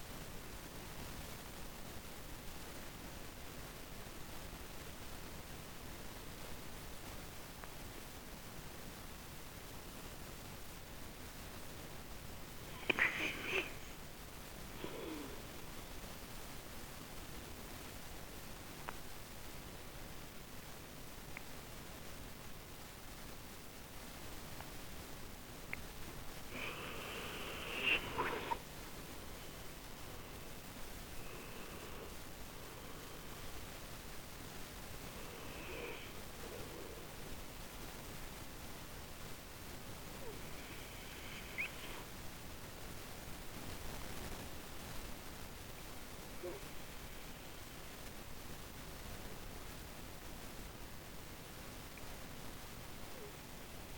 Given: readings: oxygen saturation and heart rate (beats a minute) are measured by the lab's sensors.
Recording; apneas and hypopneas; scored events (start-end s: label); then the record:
breathing in sleep by a microphone on the trachea; none
0.00-5.00 s: oxygen desaturation (device-marked, oxygen 91% lowest)
16.00-40.00 s: oxygen desaturation (device-marked, oxygen 99% before, 90% lowest)
26.50-30.00 s: arousal
From the record:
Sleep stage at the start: N2 (light sleep); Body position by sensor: on the right side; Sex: male